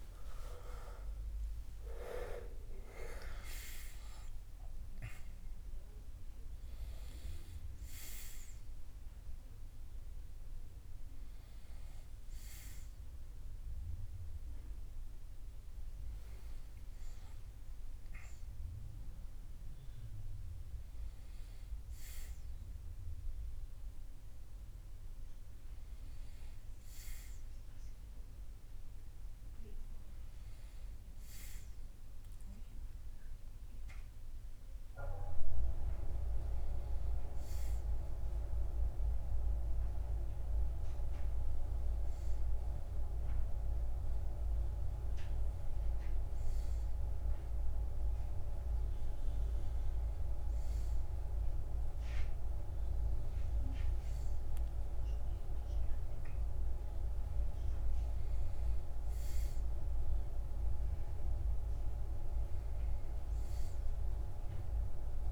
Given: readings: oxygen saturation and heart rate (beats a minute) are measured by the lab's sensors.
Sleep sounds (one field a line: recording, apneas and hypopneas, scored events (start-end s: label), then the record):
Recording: a person awake in a sleep study, by a room microphone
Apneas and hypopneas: none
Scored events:
20.50-23.50 s: oxygen desaturation (device-marked, oxygen 96% before, 93% lowest, heart rate 66 before, 64 extreme)
36.50-65.32 s: new sleep stage, N1 (lightest sleep)
From the record:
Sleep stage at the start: awake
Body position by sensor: on the back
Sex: male